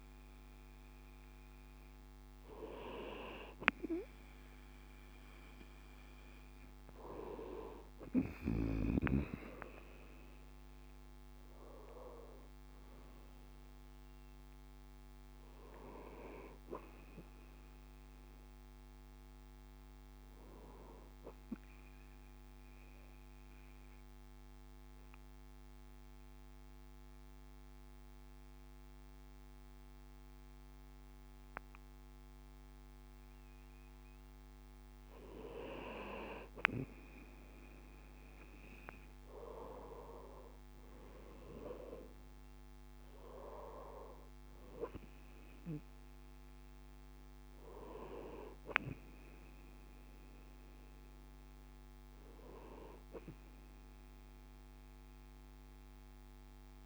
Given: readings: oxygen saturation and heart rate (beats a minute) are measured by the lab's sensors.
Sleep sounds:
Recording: breathing in sleep by a microphone on the trachea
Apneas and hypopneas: 1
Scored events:
22.00-35.00 s: obstructive apnea (oxygen 98% before, 97% lowest, heart rate 68 before, 63 extreme, up 7 after)
37.00-41.00 s: arousal
From the record:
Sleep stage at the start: N2 (light sleep)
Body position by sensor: on the right side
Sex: male

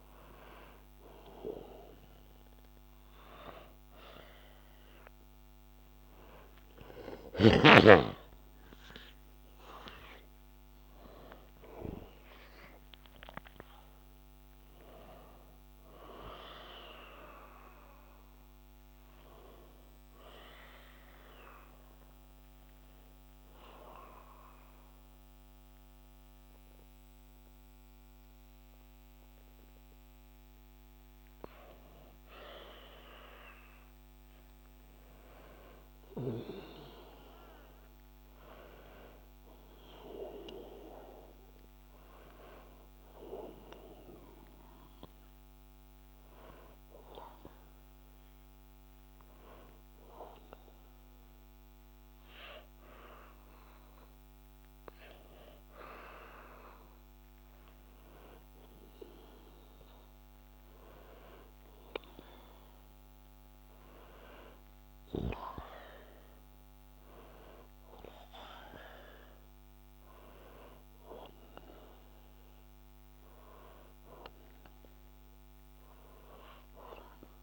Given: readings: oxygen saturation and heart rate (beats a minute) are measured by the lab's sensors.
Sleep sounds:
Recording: breathing in sleep by a microphone on the trachea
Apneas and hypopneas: 2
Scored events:
0.00-1.00 s: arousal
7.00-13.50 s: arousal
23.00-34.00 s: obstructive apnea (oxygen 95% before, 92% lowest, heart rate 66 before, 56 extreme)
36.00-41.00 s: arousal
44.00-56.50 s: hypopnea (oxygen 97% before, 94% lowest, heart rate 60 before, 59 extreme, up 0 after)
59.50-63.50 s: arousal
From the record:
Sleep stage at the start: N2 (light sleep)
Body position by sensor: on the back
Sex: male

